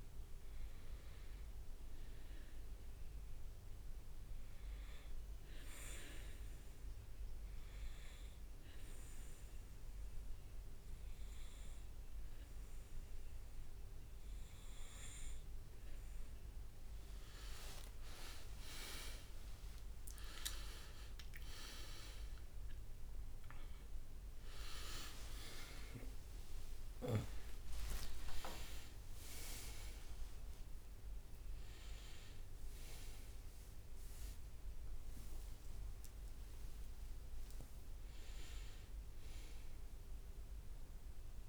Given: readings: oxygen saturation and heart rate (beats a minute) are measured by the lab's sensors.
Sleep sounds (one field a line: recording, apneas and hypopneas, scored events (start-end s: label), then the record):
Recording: breathing in sleep by a room microphone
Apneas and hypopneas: 1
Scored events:
6.00-16.50 s: hypopnea (oxygen 98% before, 95% lowest, heart rate 66 before, 69 extreme, up 9 after)
18.00-25.50 s: arousal
24.50-30.00 s: leg movement (device-marked)
27.50-34.50 s: oxygen desaturation (device-marked, oxygen 98% before, 95% lowest, heart rate 76 before, 64 extreme)
32.00-37.50 s: leg movement (device-marked)
From the record:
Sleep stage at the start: N1 (lightest sleep)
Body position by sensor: on the back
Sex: male